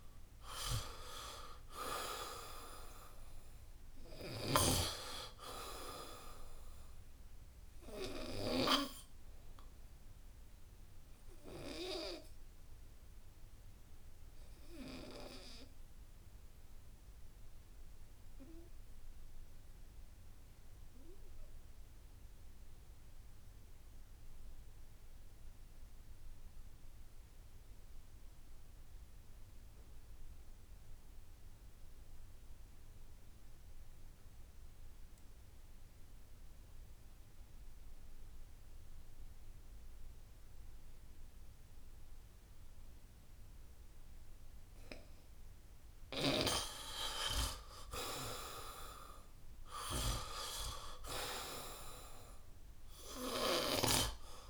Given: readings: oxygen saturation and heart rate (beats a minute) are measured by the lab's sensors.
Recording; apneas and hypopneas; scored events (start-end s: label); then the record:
breathing in sleep by a room microphone; 1
0.00-23.00 s: oxygen desaturation (device-marked, oxygen 77% lowest, heart rate 63 extreme)
11.00-45.00 s: obstructive apnea (oxygen 96% before, 77% lowest, heart rate 74 before, 63 extreme, up 6 after)
35.00-54.50 s: oxygen desaturation (device-marked, oxygen 97% before, 77% lowest, heart rate 67 before, 64 extreme)
48.50-51.00 s: arousal
From the record:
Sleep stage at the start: N2 (light sleep); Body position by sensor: on the back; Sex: male